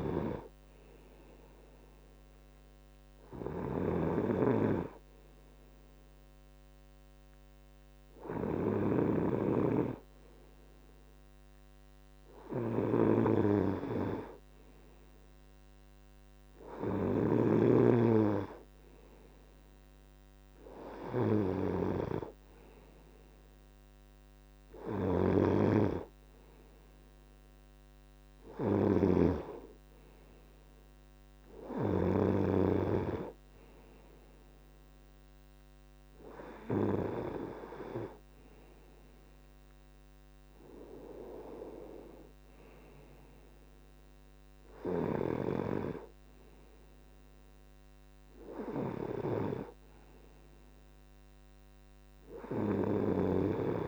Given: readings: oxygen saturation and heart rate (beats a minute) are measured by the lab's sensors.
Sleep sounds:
breathing in sleep by a microphone on the trachea; 1
0.00-17.00 s: snoring (device-marked)
0.50-13.50 s: hypopnea (oxygen 96% before, 94% lowest, heart rate 75 before, 72 extreme, up 3 after)
2.00-4.00 s: long interval between heartbeats (device-marked, heart rate 75 before, 79 extreme)
19.00-22.50 s: arousal
22.50-24.50 s: long interval between heartbeats (device-marked, heart rate 75 before, 78 extreme)
From the record:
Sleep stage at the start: N2 (light sleep); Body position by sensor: on the right side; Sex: male

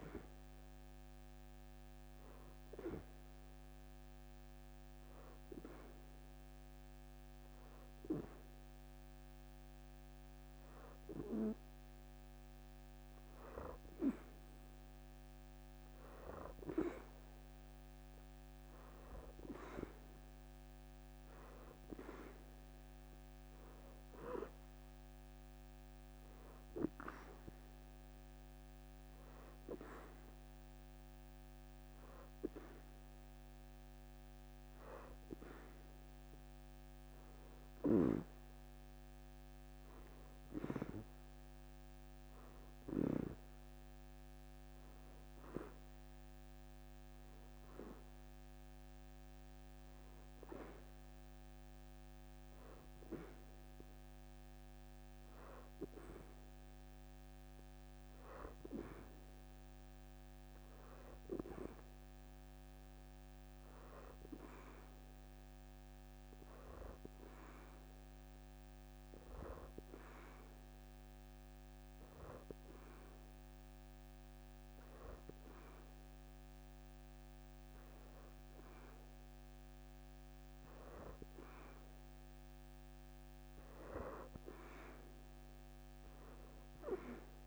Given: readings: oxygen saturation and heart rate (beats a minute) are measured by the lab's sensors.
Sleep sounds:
breathing in sleep by a microphone on the trachea; 3
4.50-15.50 s: hypopnea (oxygen 93% before, 86% lowest, heart rate 82 before, 80 extreme, up 8 after)
12.00-38.00 s: oxygen desaturation (device-marked, oxygen 93% before, 86% lowest, heart rate 81 before, 80 extreme)
16.50-19.50 s: arousal
21.50-30.50 s: leg movement (device-marked)
28.00-38.00 s: hypopnea (oxygen 93% before, 86% lowest, heart rate 83 before, 80 extreme, up 6 after)
40.00-43.50 s: arousal
42.00-44.50 s: leg movement (device-marked)
43.00-57.00 s: oxygen desaturation (device-marked, oxygen 93% before, 89% lowest, heart rate 85 before, 80 extreme)
45.00-46.00 s: leg movement (device-marked)
62.00-80.00 s: oxygen desaturation (device-marked, oxygen 93% before, 89% lowest, heart rate 84 before, 81 extreme)
66.00-82.00 s: hypopnea (oxygen 93% before, 86% lowest, heart rate 83 before, 80 extreme, up 5 after)
85.00-87.47 s: arousal
85.00-87.47 s: oxygen desaturation (device-marked, oxygen 90% before, 86% lowest, heart rate 82 before, 79 extreme)
From the record:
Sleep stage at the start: N2 (light sleep); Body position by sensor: on the back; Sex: female

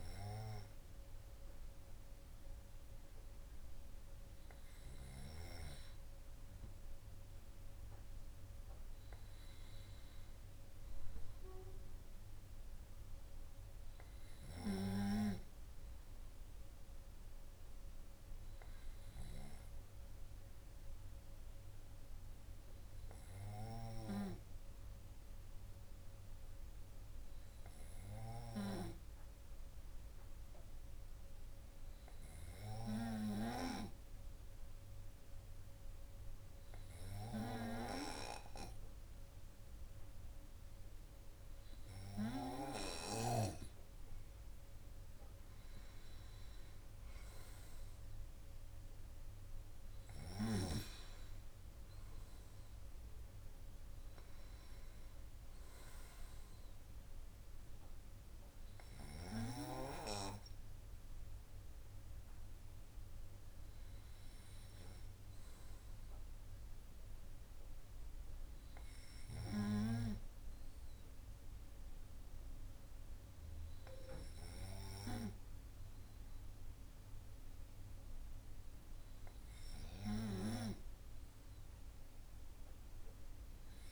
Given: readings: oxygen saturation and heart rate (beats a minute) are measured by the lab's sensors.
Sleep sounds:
breathing in sleep by a room microphone; 1
21.00-42.50 s: hypopnea (oxygen 97% before, 95% lowest)
44.50-47.50 s: arousal
From the record:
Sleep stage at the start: N2 (light sleep); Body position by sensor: on the right side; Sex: male

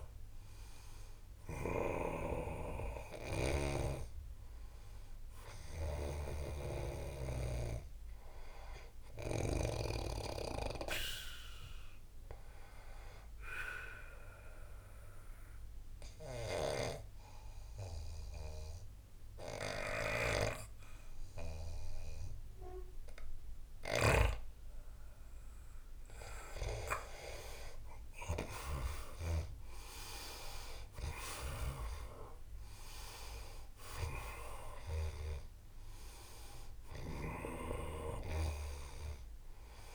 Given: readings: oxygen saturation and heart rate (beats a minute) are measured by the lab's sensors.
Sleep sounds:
breathing in sleep by a room microphone; 1
0.00-2.00 s: snoring (device-marked)
0.00-13.00 s: oxygen desaturation (device-marked, oxygen 88% lowest, heart rate 76 extreme)
14.00-25.00 s: obstructive apnea (oxygen 97% before, 90% lowest, heart rate 86 before, 76 extreme, up 14 after)
27.50-30.50 s: arousal
31.00-39.95 s: oxygen desaturation (device-marked, oxygen 97% before, 90% lowest, heart rate 81 before, 74 extreme)
37.00-39.95 s: snoring (device-marked)
From the record:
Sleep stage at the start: N2 (light sleep); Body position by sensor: on the back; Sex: male

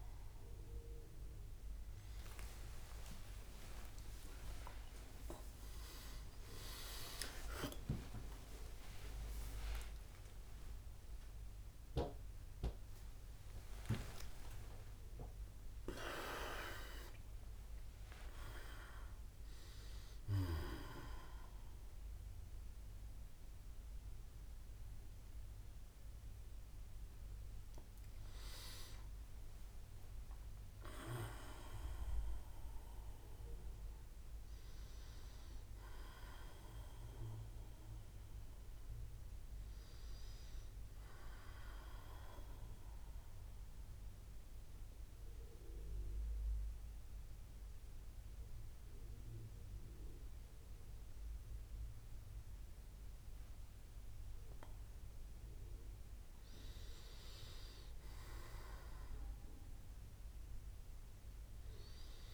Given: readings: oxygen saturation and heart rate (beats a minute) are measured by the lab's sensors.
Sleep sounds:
a person partly awake in a sleep study, by a room microphone; 1
2.50-4.50 s: long interval between heartbeats (device-marked, heart rate 65 before, 72 extreme)
8.00-10.00 s: long interval between heartbeats (device-marked, heart rate 70 before, 99 extreme)
11.00-13.00 s: long interval between heartbeats (device-marked, heart rate 77 before, 149 extreme)
13.50-15.50 s: long interval between heartbeats (device-marked, heart rate 87 before, 180 extreme)
16.00-62.34 s: new sleep stage, N1 (lightest sleep)
44.00-55.50 s: mixed apnea (oxygen 100% before, 96% lowest, heart rate 72 before, 66 extreme, up 1 after)
57.00-60.00 s: arousal
From the record:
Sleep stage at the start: awake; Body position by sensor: on the right side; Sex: male

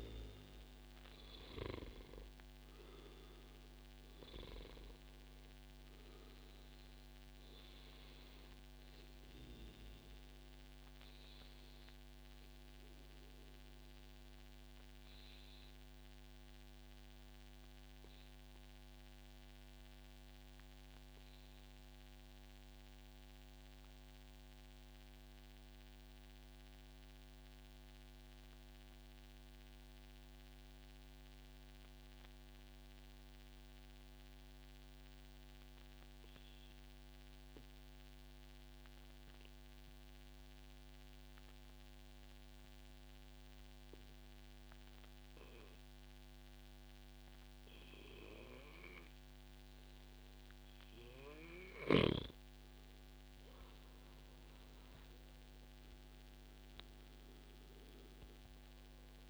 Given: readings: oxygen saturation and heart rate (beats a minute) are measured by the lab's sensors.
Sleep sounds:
breathing in sleep by a microphone on the trachea; 1
0.00-7.00 s: oxygen desaturation (device-marked, oxygen 94% lowest, heart rate 122 extreme)
14.00-50.50 s: obstructive apnea (oxygen 97% before, 92% lowest, heart rate 136 before, 119 extreme, up 1 after)
53.00-57.50 s: arousal
56.50-58.50 s: long interval between heartbeats (device-marked, heart rate 142 before, 123 extreme)
From the record:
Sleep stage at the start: N2 (light sleep); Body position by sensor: on the back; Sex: male

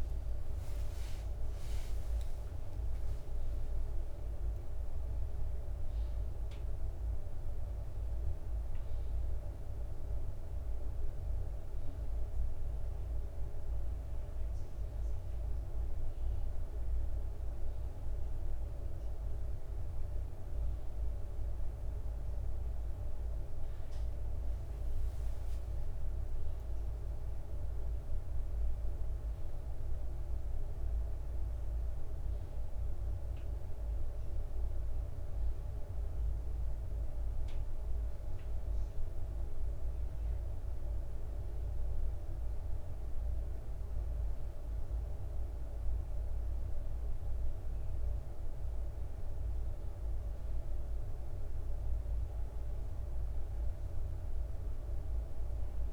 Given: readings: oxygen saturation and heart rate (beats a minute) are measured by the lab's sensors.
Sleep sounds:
a person awake in a sleep study, hard to hear, by a room microphone; none
0.00-7.00 s: drop in pulse transit time (device-marked, heart rate 87 extreme)
0.00-10.00 s: oxygen desaturation (device-marked, oxygen 93% lowest, heart rate 58 extreme)
2.50-4.50 s: long interval between heartbeats (device-marked, heart rate 92 before, 100 extreme)
15.00-23.00 s: bradycardia (device-marked, heart rate 71 before, 59 extreme)
19.00-39.00 s: drop in pulse transit time (device-marked, heart rate 79 before, 58 extreme)
29.00-55.93 s: bradycardia (device-marked, heart rate 71 before, 58 extreme)
From the record:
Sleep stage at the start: awake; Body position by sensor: on the left side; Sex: male

